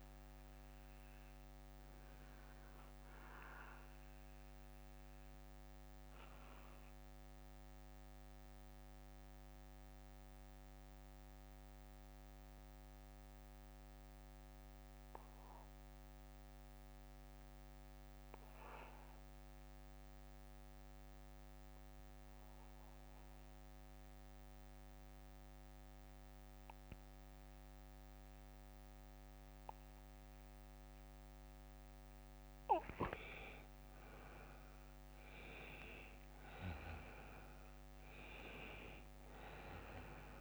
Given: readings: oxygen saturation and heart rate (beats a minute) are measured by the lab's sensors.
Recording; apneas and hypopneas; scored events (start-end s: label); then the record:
breathing in sleep by a microphone on the trachea; 1
0.00-32.50 s: bradycardia (device-marked, heart rate 49 extreme)
3.00-33.00 s: mixed apnea (oxygen 97% before, 91% lowest, heart rate 57 before, 53 extreme, up 16 after)
35.00-40.00 s: arousal
From the record:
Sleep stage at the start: N2 (light sleep); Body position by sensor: on the back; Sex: male